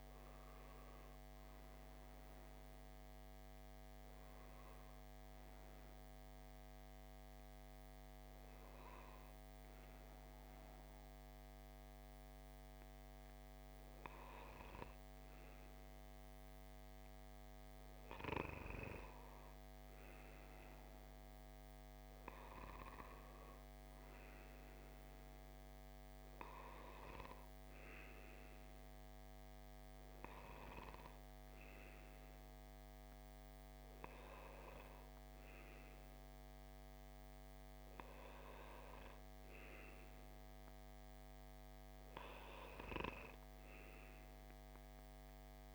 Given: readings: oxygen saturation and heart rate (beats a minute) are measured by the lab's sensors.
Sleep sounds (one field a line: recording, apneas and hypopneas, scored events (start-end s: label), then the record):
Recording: breathing in sleep by a microphone on the trachea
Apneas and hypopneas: none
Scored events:
none scored
From the record:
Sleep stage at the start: N2 (light sleep)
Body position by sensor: on the left side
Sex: male